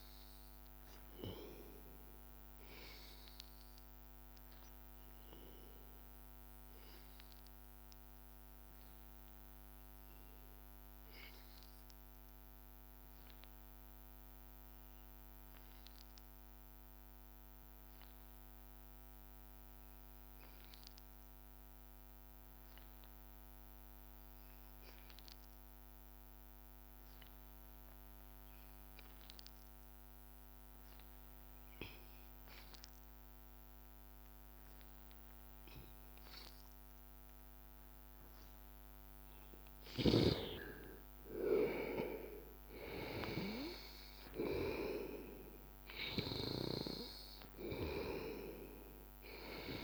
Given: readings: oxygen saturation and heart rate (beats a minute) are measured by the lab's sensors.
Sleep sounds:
breathing in sleep by a microphone on the trachea; 1
0.00-12.00 s: oxygen desaturation (device-marked, oxygen 91% lowest, heart rate 77 extreme)
11.00-32.00 s: obstructive apnea (oxygen 95% before, 89% lowest, heart rate 84 before, 77 extreme, up 0 after)
28.00-49.84 s: oxygen desaturation (device-marked, oxygen 97% before, 89% lowest, heart rate 83 before, 77 extreme)
34.00-38.00 s: arousal
34.00-49.84 s: new sleep stage, N1 (lightest sleep)
From the record:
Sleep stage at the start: N2 (light sleep); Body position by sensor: on the back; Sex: male

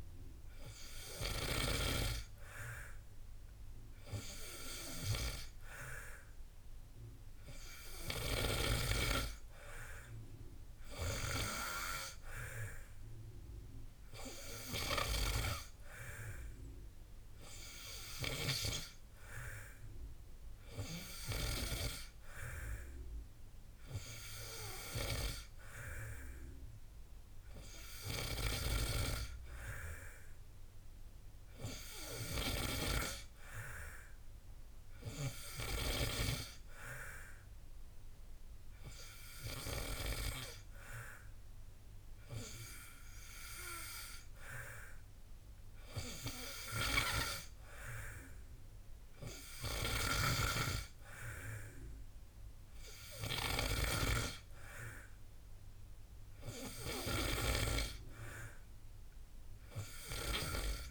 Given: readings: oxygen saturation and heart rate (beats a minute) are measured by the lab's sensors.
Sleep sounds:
breathing in sleep by a room microphone; none
none scored
From the record:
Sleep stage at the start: N2 (light sleep); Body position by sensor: on the back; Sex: male

